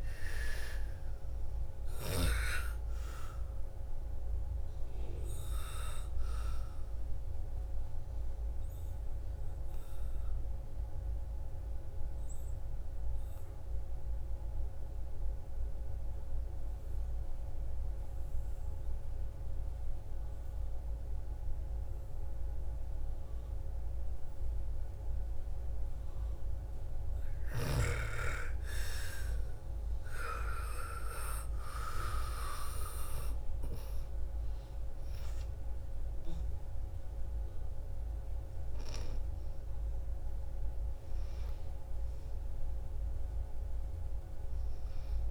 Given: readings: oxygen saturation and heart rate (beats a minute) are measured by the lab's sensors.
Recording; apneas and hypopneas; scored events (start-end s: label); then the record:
breathing in sleep by a room microphone; 1
0.00-1.00 s: arousal
0.00-2.00 s: snoring (device-marked)
0.00-17.00 s: oxygen desaturation (device-marked, oxygen 90% lowest, heart rate 53 extreme)
8.00-26.00 s: obstructive apnea (oxygen 98% before, 83% lowest, heart rate 59 before, 53 extreme, up 16 after)
27.00-31.00 s: arousal
28.00-45.31 s: oxygen desaturation (device-marked, oxygen 98% before, 86% lowest, heart rate 56 before, 56 extreme)
From the record:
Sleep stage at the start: N2 (light sleep); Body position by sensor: on the back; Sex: female